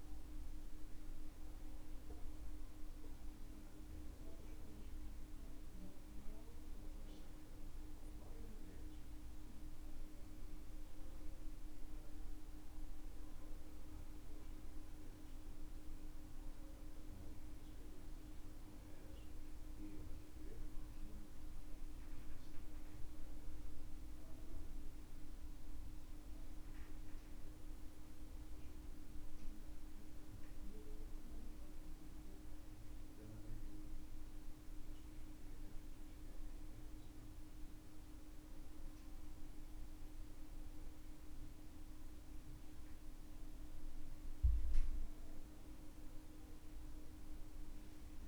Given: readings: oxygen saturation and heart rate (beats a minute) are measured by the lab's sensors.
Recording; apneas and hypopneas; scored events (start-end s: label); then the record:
breathing in sleep, hard to hear, by a room microphone; none
none scored
From the record:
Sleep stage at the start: N2 (light sleep); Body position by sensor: on the back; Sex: male